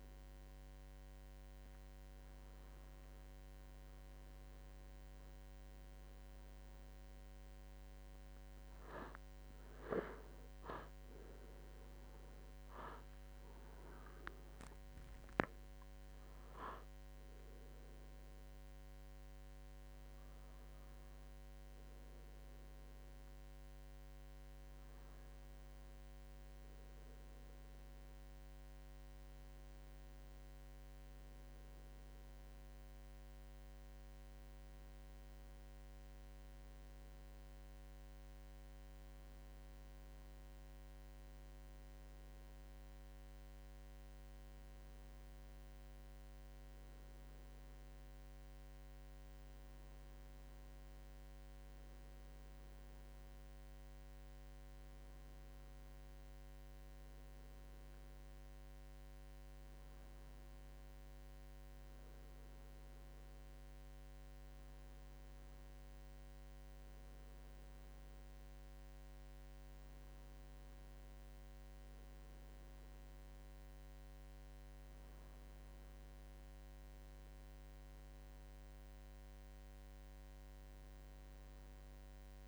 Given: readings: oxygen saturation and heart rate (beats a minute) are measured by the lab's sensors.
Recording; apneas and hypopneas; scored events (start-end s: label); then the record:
a person partly awake in a sleep study, hard to hear, by a microphone on the trachea; none
12.00-82.48 s: new sleep stage, N1 (lightest sleep)
From the record:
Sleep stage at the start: awake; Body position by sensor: on the right side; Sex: male